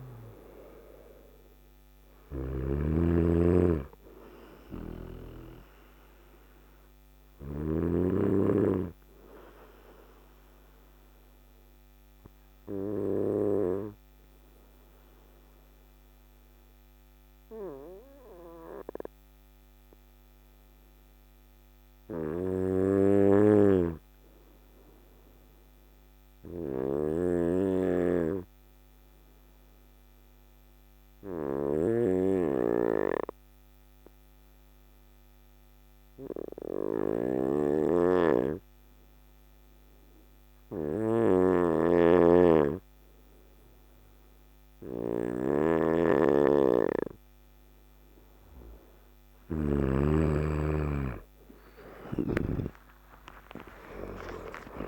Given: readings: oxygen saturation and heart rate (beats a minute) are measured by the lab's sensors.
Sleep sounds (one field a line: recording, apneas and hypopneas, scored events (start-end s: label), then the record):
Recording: breathing in sleep by a microphone on the trachea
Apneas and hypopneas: 1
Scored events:
0.00-17.50 s: oxygen desaturation (device-marked, oxygen 95% lowest, heart rate 54 extreme)
1.50-7.00 s: snoring (device-marked)
4.00-46.50 s: obstructive apnea (oxygen 99% before, 92% lowest, heart rate 60 before, 54 extreme, up 26 after)
37.00-49.00 s: snoring (device-marked)
37.50-54.88 s: oxygen desaturation (device-marked, oxygen 99% before, 92% lowest, heart rate 56 before, 53 extreme)
51.50-54.88 s: arousal
From the record:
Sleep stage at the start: N2 (light sleep)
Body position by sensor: on the front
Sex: male